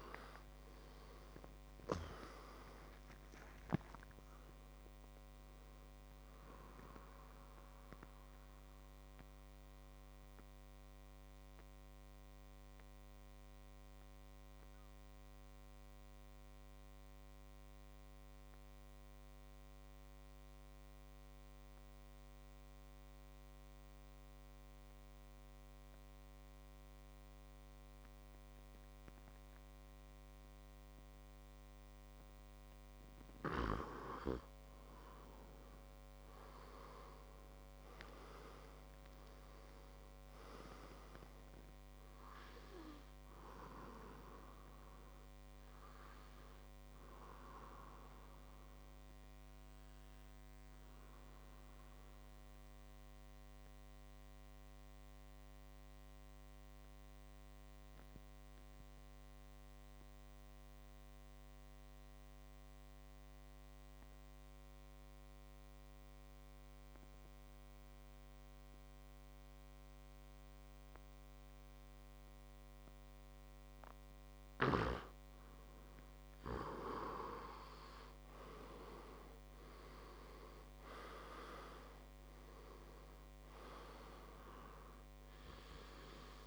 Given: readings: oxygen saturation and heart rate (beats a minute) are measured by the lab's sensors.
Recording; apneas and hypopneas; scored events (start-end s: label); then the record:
breathing in sleep by a microphone on the trachea; 2
0.00-2.50 s: arousal
0.00-13.00 s: oxygen desaturation (device-marked, oxygen 86% lowest, heart rate 51 extreme)
7.00-31.50 s: mixed apnea (oxygen 99% before, 88% lowest, heart rate 78 before, 51 extreme, up 6 after)
35.50-40.00 s: arousal
38.00-60.00 s: oxygen desaturation (device-marked, oxygen 100% before, 90% lowest, heart rate 57 before, 54 extreme)
50.50-74.50 s: obstructive apnea (oxygen 100% before, 89% lowest, heart rate 60 before, 55 extreme, up 9 after)
73.00-86.47 s: oxygen desaturation (device-marked, oxygen 99% before, 89% lowest, heart rate 58 before, 55 extreme)
76.50-80.50 s: arousal
From the record:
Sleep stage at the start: N2 (light sleep); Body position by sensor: on the back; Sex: male